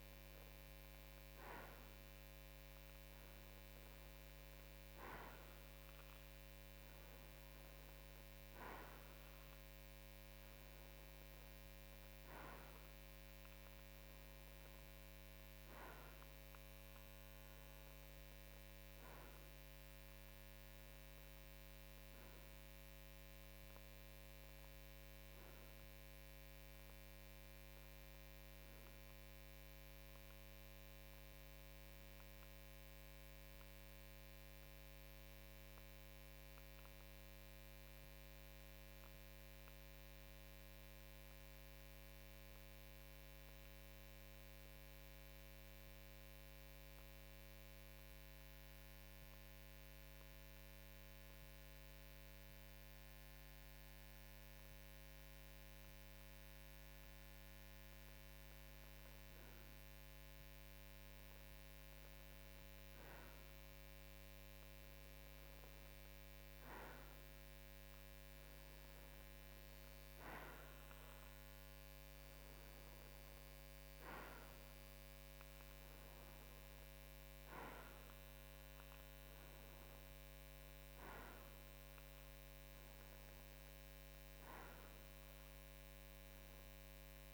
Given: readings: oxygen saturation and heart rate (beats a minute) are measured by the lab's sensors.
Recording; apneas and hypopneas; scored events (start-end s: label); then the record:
breathing in sleep, hard to hear, by a microphone on the trachea; 1
36.50-57.00 s: obstructive apnea (oxygen 94% before, 92% lowest, heart rate 55 before, 53 extreme, up 1 after)
59.00-63.50 s: arousal
From the record:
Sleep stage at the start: N2 (light sleep); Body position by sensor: on the right side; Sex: male